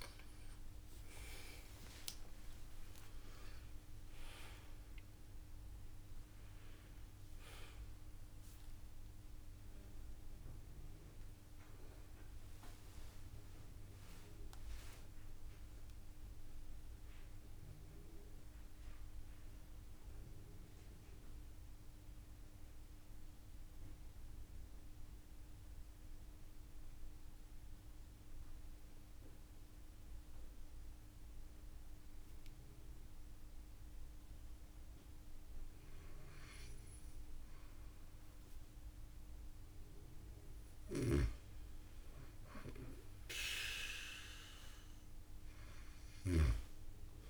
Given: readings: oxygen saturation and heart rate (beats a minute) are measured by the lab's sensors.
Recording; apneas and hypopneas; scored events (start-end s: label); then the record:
breathing in sleep by a room microphone; 1
0.00-2.00 s: arousal
0.00-35.50 s: oxygen desaturation (device-marked, oxygen 91% lowest)
1.50-3.50 s: long interval between heartbeats (device-marked)
13.00-15.00 s: long interval between heartbeats (device-marked)
14.50-35.00 s: mixed apnea (oxygen 98% before, 91% lowest)
41.50-46.50 s: arousal
From the record:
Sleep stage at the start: N2 (light sleep); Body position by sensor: on the back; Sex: female